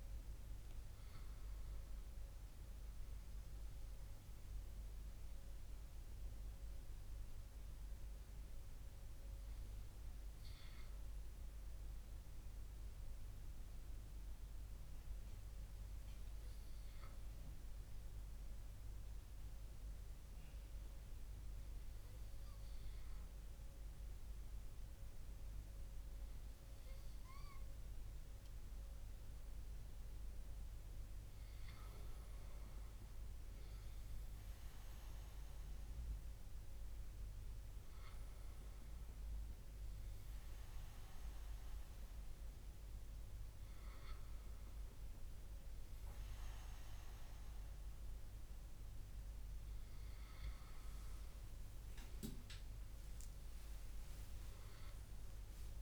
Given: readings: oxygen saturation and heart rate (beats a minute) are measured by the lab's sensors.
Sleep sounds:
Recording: breathing in sleep, hard to hear, by a room microphone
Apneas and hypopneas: none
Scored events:
53.00-55.82 s: arousal
From the record:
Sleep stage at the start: N1 (lightest sleep)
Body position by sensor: on the back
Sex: male

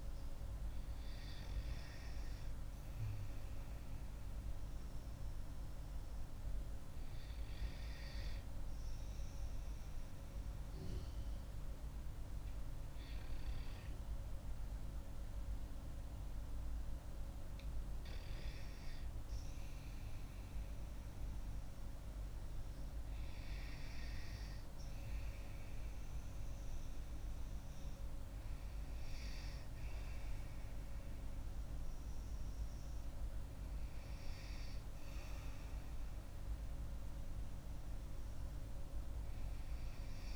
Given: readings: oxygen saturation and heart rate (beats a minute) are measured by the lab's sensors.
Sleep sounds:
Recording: breathing in sleep, hard to hear, by a room microphone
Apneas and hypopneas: 1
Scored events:
5.00-18.50 s: hypopnea (oxygen 96% before, 94% lowest)
20.00-25.00 s: arousal
From the record:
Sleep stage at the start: N2 (light sleep)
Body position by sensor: on the back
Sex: female

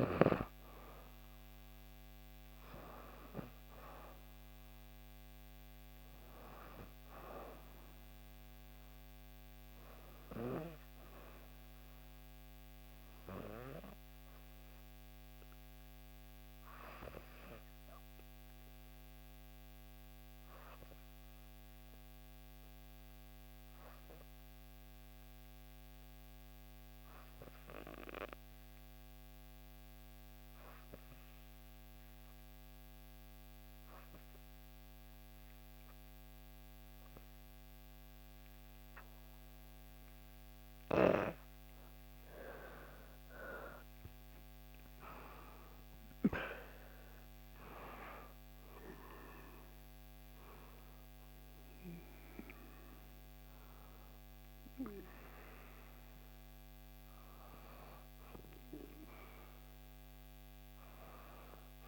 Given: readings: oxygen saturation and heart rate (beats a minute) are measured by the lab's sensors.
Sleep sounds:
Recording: breathing in sleep by a microphone on the trachea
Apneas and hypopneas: 1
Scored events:
0.00-16.50 s: oxygen desaturation (device-marked, oxygen 89% lowest, heart rate 58 extreme)
12.00-42.00 s: obstructive apnea (oxygen 97% before, 89% lowest, heart rate 61 before, 58 extreme, up 7 after)
35.50-61.88 s: oxygen desaturation (device-marked, oxygen 97% before, 89% lowest, heart rate 59 before, 60 extreme)
44.00-48.00 s: arousal
From the record:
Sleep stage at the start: N2 (light sleep)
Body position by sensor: on the back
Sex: female

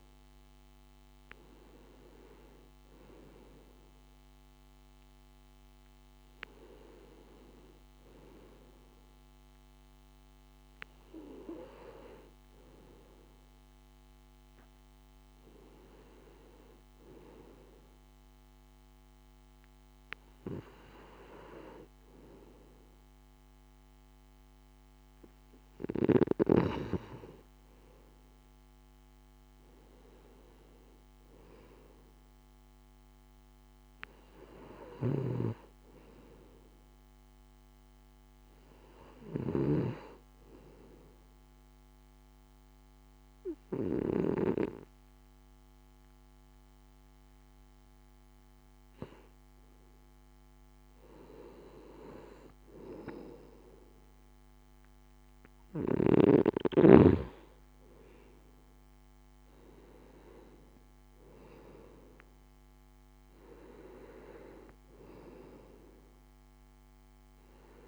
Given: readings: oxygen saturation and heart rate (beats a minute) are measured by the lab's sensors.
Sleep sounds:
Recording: breathing in sleep by a microphone on the trachea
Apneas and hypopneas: 1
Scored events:
0.00-10.50 s: oxygen desaturation (device-marked, oxygen 90% lowest, heart rate 56 extreme)
40.50-51.50 s: obstructive apnea (oxygen 95% before, 92% lowest, heart rate 60 before, 57 extreme, up 2 after)
54.00-59.00 s: arousal
From the record:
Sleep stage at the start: N2 (light sleep)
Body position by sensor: on the right side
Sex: male

